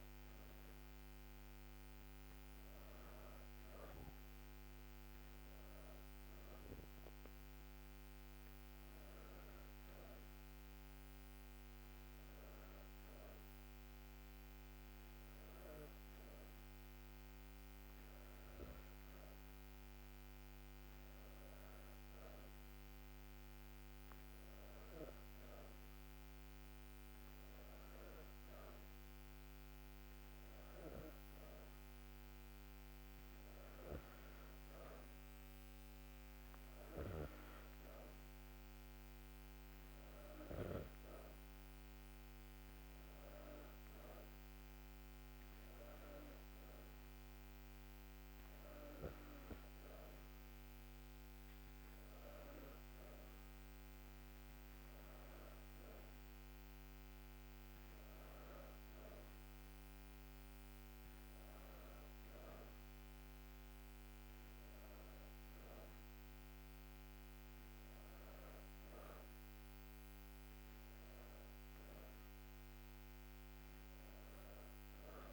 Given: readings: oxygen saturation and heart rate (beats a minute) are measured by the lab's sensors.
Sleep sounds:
breathing in sleep, hard to hear, by a microphone on the trachea; none
none scored
From the record:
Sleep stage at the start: N2 (light sleep); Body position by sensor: on the back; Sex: female

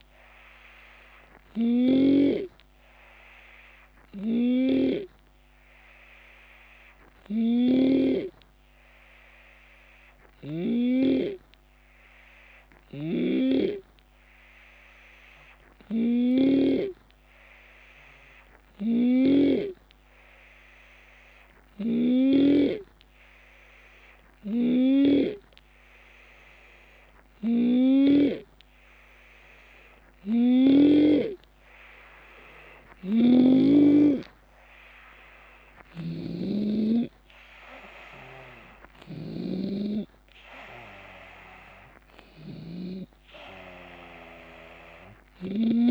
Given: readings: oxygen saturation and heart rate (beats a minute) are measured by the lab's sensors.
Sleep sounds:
breathing in sleep by a microphone on the trachea; 1
0.00-11.00 s: snoring (device-marked)
3.00-27.50 s: hypopnea (oxygen 95% before, 89% lowest, heart rate 76 before, 69 extreme, up 1 after)
18.50-28.00 s: snoring (device-marked)
32.50-45.91 s: snoring (device-marked)
35.50-40.00 s: arousal
35.50-45.91 s: drop in pulse transit time (device-marked, heart rate 73 before, 75 extreme)
From the record:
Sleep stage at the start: N2 (light sleep); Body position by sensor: on the left side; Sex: male

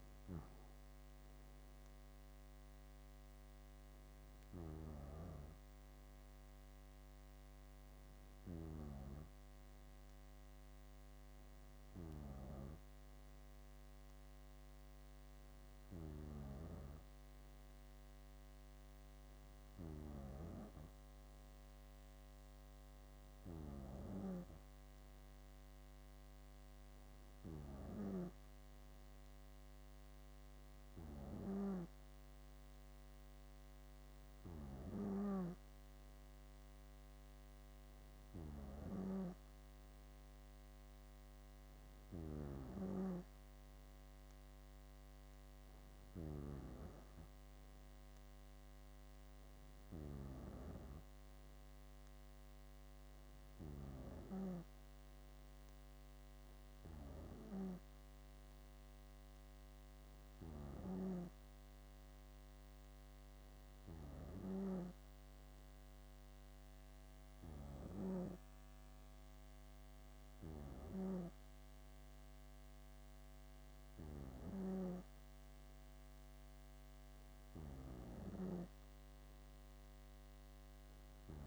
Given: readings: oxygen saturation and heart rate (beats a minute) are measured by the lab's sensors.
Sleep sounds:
breathing in sleep by a microphone on the trachea; none
38.50-43.00 s: snoring (device-marked)
78.00-81.47 s: snoring (device-marked)
From the record:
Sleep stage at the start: N2 (light sleep); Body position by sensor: on the back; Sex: female

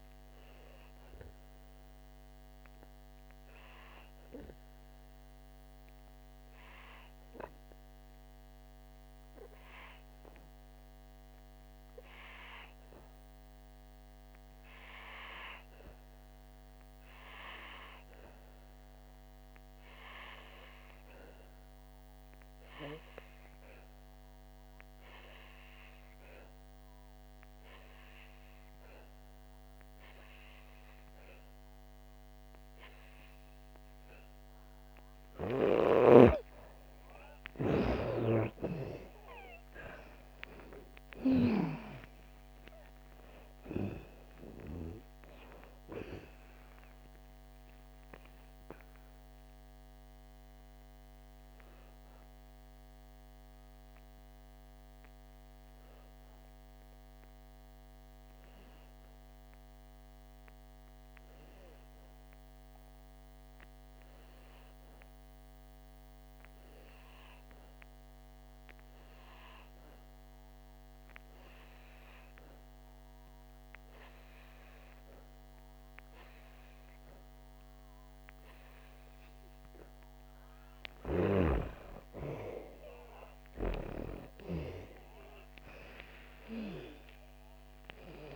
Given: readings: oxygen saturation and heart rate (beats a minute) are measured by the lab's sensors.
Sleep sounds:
breathing in sleep by a microphone on the trachea; 2
0.00-7.50 s: oxygen desaturation (device-marked, oxygen 92% lowest, heart rate 55 extreme)
1.50-35.50 s: obstructive apnea (oxygen 98% before, 89% lowest, heart rate 72 before, 55 extreme, up 9 after)
32.50-54.50 s: oxygen desaturation (device-marked, oxygen 97% before, 90% lowest, heart rate 60 before, 56 extreme)
38.00-43.00 s: arousal
48.00-80.00 s: obstructive apnea (oxygen 97% before, 88% lowest, heart rate 64 before, 55 extreme, up 9 after)
83.00-86.50 s: arousal
84.50-88.36 s: oxygen desaturation (device-marked, oxygen 98% before, 88% lowest, heart rate 62 before, 55 extreme)
From the record:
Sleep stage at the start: N2 (light sleep); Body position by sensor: on the back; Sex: female

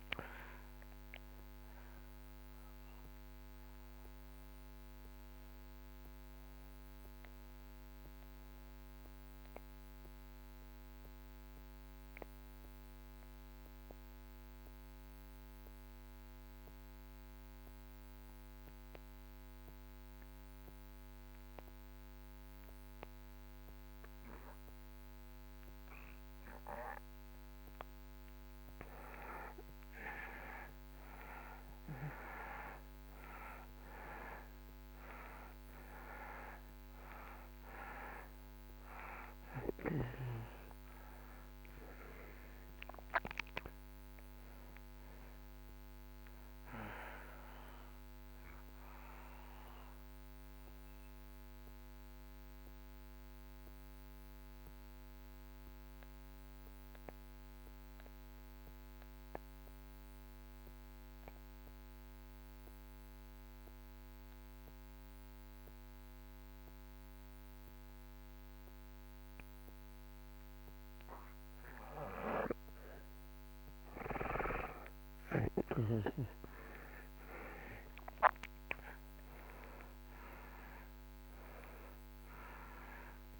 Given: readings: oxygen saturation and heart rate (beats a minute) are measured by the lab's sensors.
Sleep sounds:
breathing in sleep by a microphone on the trachea; 2
0.00-20.50 s: oxygen desaturation (device-marked, oxygen 75% lowest)
3.00-26.00 s: mixed apnea (oxygen 96% before, 74% lowest)
28.50-33.00 s: arousal
35.50-66.50 s: oxygen desaturation (device-marked, oxygen 97% before, 74% lowest)
48.50-70.50 s: mixed apnea (oxygen 97% before, 74% lowest)
73.00-78.00 s: arousal
81.50-83.39 s: oxygen desaturation (device-marked, oxygen 97% before, 75% lowest)
From the record:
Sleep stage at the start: N2 (light sleep); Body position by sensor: on the back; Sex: male

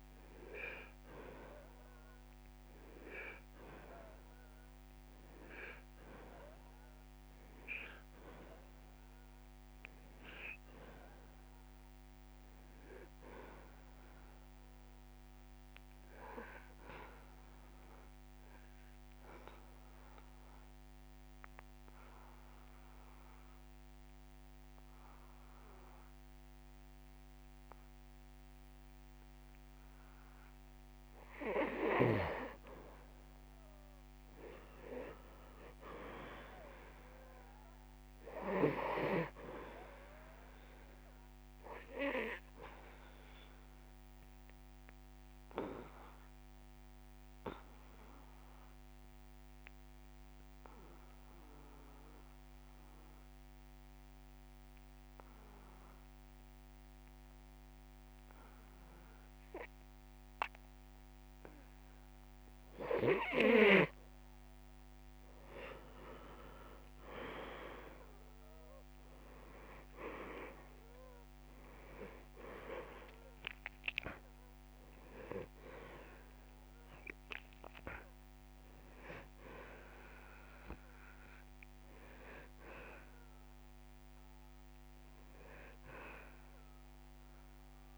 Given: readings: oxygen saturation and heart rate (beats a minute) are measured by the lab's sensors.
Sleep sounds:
breathing in sleep by a microphone on the trachea; 2
13.00-15.00 s: long interval between heartbeats (device-marked)
18.00-31.00 s: obstructive apnea (oxygen 98% before, 89% lowest)
33.50-36.50 s: arousal
40.50-65.50 s: oxygen desaturation (device-marked, oxygen 97% before, 89% lowest)
46.00-64.50 s: obstructive apnea (oxygen 97% before, 88% lowest)
66.50-69.50 s: arousal
75.00-77.00 s: long interval between heartbeats (device-marked)
78.50-87.98 s: oxygen desaturation (device-marked, oxygen 97% before, 88% lowest)
From the record:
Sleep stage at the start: N2 (light sleep); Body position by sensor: on the back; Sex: male

